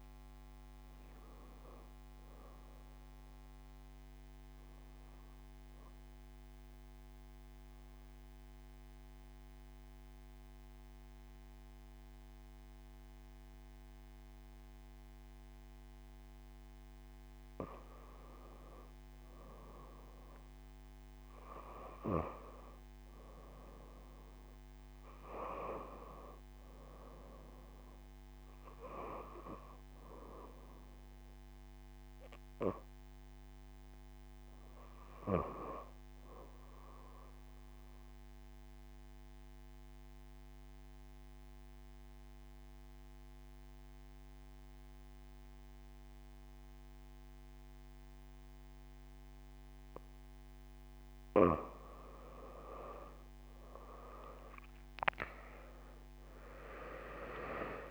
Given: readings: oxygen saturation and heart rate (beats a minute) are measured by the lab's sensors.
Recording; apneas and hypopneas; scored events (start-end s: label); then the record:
breathing in sleep by a microphone on the trachea; 2
0.00-8.50 s: oxygen desaturation (device-marked, oxygen 88% lowest)
5.00-17.50 s: mixed apnea (oxygen 94% before, 88% lowest)
19.50-24.50 s: arousal
30.50-39.50 s: oxygen desaturation (device-marked, oxygen 97% before, 92% lowest)
37.00-51.50 s: obstructive apnea (oxygen 97% before, 88% lowest)
54.00-57.50 s: arousal
55.50-57.90 s: oxygen desaturation (device-marked, oxygen 94% before, 88% lowest)
From the record:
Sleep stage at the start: N2 (light sleep); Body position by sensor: on the back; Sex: female